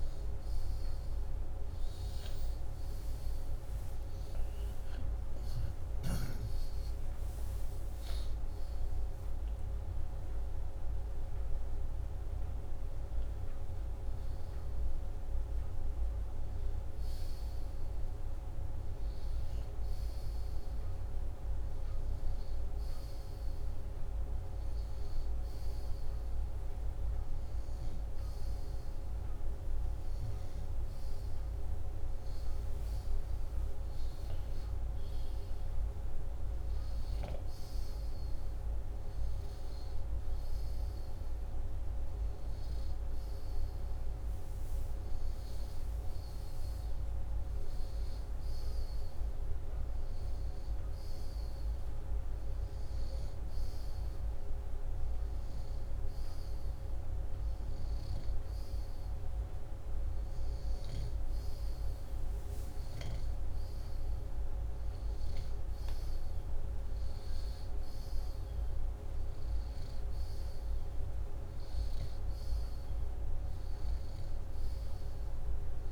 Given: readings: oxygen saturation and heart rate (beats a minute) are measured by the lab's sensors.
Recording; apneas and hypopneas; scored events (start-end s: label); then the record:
breathing in sleep, hard to hear, by a room microphone; 1
3.00-8.00 s: arousal
34.00-39.00 s: arousal
51.00-61.00 s: hypopnea (oxygen 95% before, 93% lowest, heart rate 84 before, 80 extreme, up 2 after)
From the record:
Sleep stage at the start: N2 (light sleep); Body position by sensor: upright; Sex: male